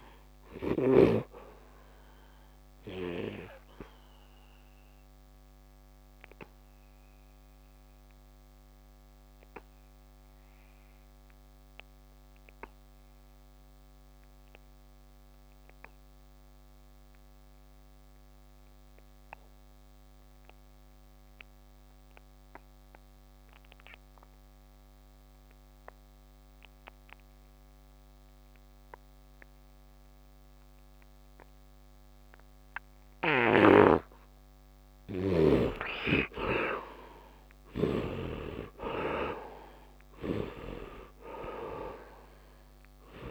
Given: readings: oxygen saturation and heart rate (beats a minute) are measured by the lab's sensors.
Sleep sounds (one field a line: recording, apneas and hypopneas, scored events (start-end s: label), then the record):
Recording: breathing in sleep by a microphone on the trachea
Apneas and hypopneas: 1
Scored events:
0.00-1.00 s: snoring (device-marked)
0.00-24.00 s: oxygen desaturation (device-marked, oxygen 69% lowest, heart rate 70 extreme)
4.00-34.00 s: obstructive apnea (oxygen 98% before, 65% lowest, heart rate 81 before, 70 extreme, up 8 after)
26.00-43.31 s: oxygen desaturation (device-marked, oxygen 98% before, 65% lowest, heart rate 73 before, 67 extreme)
33.00-38.00 s: snoring (device-marked)
36.00-40.50 s: arousal
From the record:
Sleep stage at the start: N2 (light sleep)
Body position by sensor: on the back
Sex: male